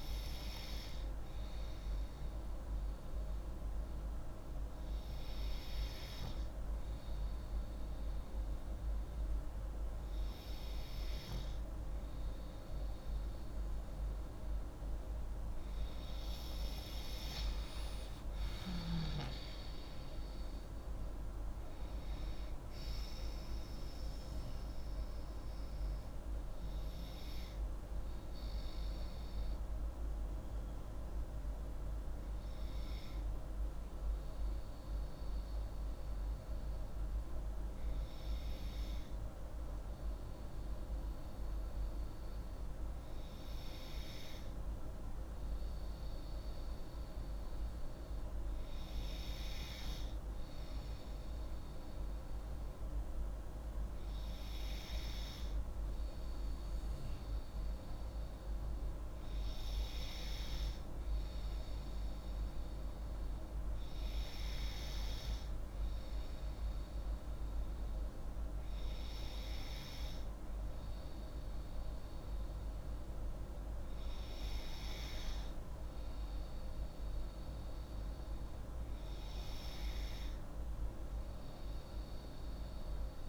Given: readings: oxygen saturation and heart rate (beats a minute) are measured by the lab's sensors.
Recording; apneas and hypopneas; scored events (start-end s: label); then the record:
breathing in sleep, hard to hear, by a room microphone; 2
0.50-15.00 s: hypopnea (oxygen 96% before, 94% lowest)
18.50-22.50 s: arousal
29.50-46.50 s: hypopnea (oxygen 96% before, 94% lowest)
49.00-53.00 s: arousal
From the record:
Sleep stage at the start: N2 (light sleep); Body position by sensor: on the left side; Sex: female